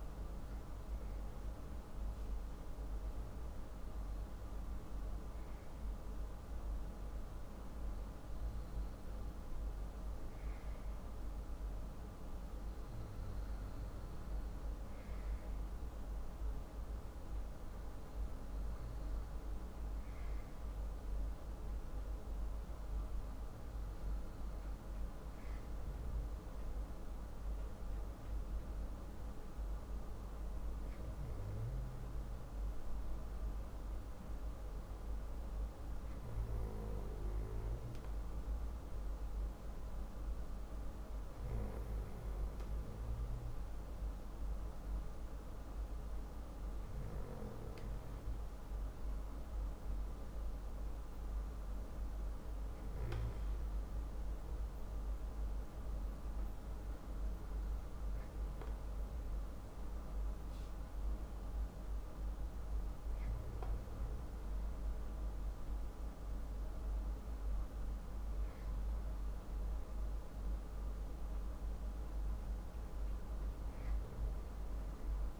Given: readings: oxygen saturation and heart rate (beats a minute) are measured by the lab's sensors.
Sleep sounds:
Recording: breathing in sleep, hard to hear, by a room microphone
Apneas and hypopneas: none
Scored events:
none scored
From the record:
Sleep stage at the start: REM sleep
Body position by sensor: on the back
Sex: male

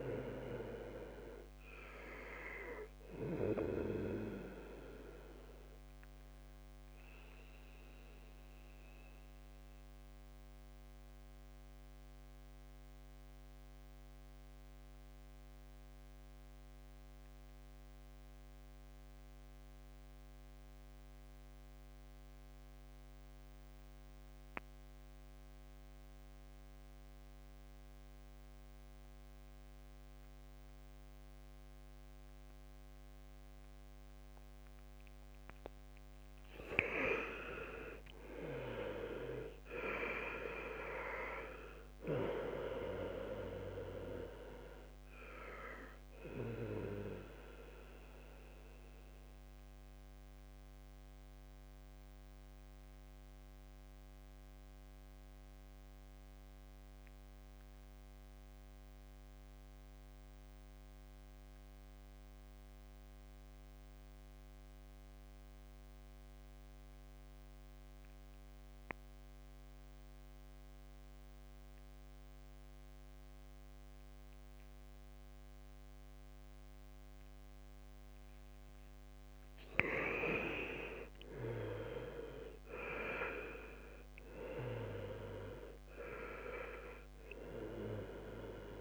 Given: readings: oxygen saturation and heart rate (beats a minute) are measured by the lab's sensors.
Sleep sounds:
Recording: breathing in sleep by a microphone on the trachea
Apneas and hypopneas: 2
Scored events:
0.00-24.50 s: oxygen desaturation (device-marked, oxygen 83% lowest, heart rate 61 extreme)
4.50-34.50 s: mixed apnea (oxygen 99% before, 80% lowest, heart rate 68 before, 61 extreme, up 2 after)
30.50-67.50 s: oxygen desaturation (device-marked, oxygen 98% before, 80% lowest, heart rate 70 before, 65 extreme)
36.00-41.00 s: arousal
47.50-78.50 s: mixed apnea (oxygen 98% before, 78% lowest, heart rate 72 before, 65 extreme, up 4 after)
80.00-84.50 s: arousal
81.50-88.81 s: oxygen desaturation (device-marked, oxygen 98% before, 78% lowest, heart rate 69 before, 68 extreme)
From the record:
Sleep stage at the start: N2 (light sleep)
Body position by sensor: on the back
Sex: male

